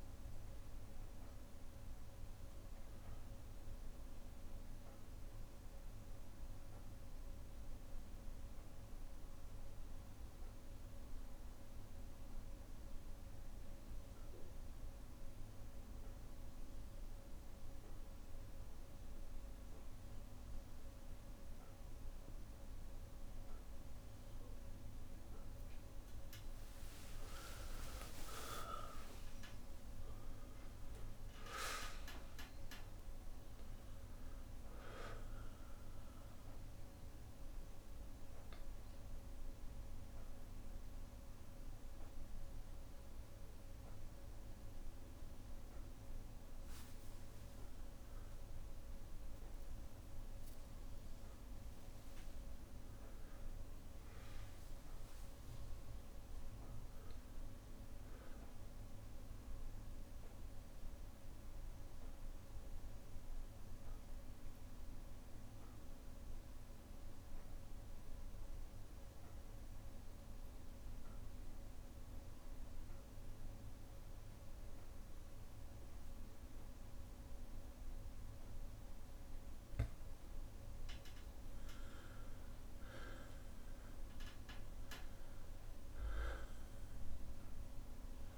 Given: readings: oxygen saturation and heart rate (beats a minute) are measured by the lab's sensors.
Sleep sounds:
breathing in sleep, hard to hear, by a room microphone; 3
0.00-14.50 s: oxygen desaturation (device-marked, oxygen 93% lowest, heart rate 60 extreme)
5.50-24.00 s: obstructive apnea (oxygen 98% before, 93% lowest, heart rate 63 before, 60 extreme, up 5 after)
26.00-31.00 s: arousal
30.50-51.50 s: oxygen desaturation (device-marked, oxygen 98% before, 94% lowest, heart rate 61 before, 60 extreme)
37.00-51.50 s: obstructive apnea (oxygen 99% before, 93% lowest, heart rate 62 before, 60 extreme, up 3 after)
53.50-57.50 s: arousal
61.50-77.50 s: obstructive apnea (oxygen 99% before, 93% lowest, heart rate 62 before, 60 extreme, up 3 after)
79.00-83.00 s: arousal
79.50-88.38 s: oxygen desaturation (device-marked, oxygen 98% before, 93% lowest, heart rate 62 before, 60 extreme)
From the record:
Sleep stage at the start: N2 (light sleep); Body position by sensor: on the back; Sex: male

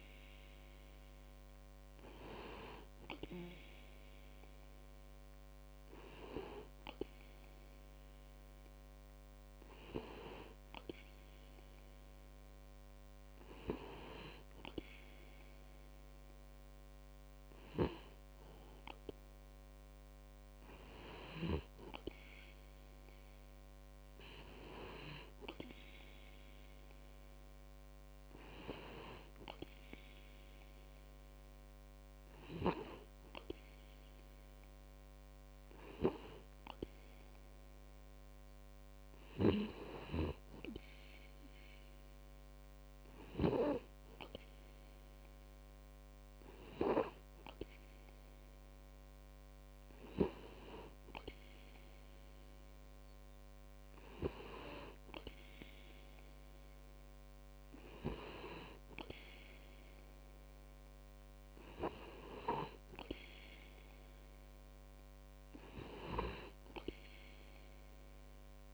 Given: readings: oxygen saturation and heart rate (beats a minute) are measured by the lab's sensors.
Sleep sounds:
breathing in sleep by a microphone on the trachea; none
none scored
From the record:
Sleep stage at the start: N2 (light sleep); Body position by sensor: on the back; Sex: male

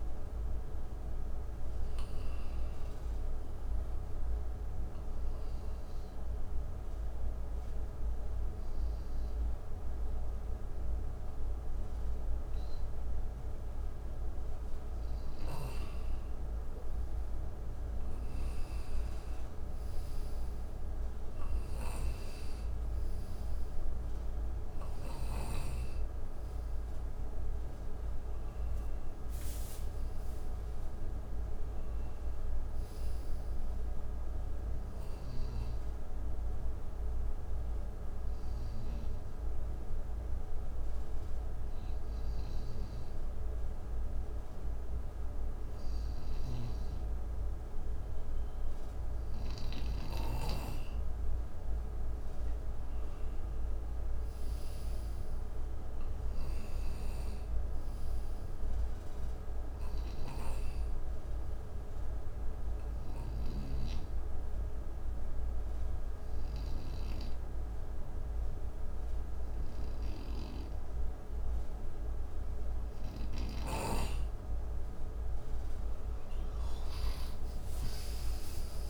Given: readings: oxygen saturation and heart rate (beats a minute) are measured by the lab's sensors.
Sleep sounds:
breathing in sleep, hard to hear, by a room microphone; 3
4.50-17.00 s: obstructive apnea (oxygen 94% before, 89% lowest, heart rate 71 before, 66 extreme, up 8 after)
14.50-34.50 s: oxygen desaturation (device-marked, oxygen 95% before, 89% lowest, heart rate 69 before, 65 extreme)
19.00-23.50 s: arousal
37.50-52.00 s: obstructive apnea (oxygen 95% before, 87% lowest, heart rate 76 before, 68 extreme, up 8 after)
46.50-50.50 s: snoring (device-marked)
53.00-57.00 s: arousal
53.50-70.50 s: oxygen desaturation (device-marked, oxygen 95% before, 89% lowest, heart rate 72 before, 60 extreme)
62.50-74.50 s: obstructive apnea (oxygen 95% before, 87% lowest, heart rate 73 before, 60 extreme, up 15 after)
From the record:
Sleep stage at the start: N2 (light sleep); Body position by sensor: on the right side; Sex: male

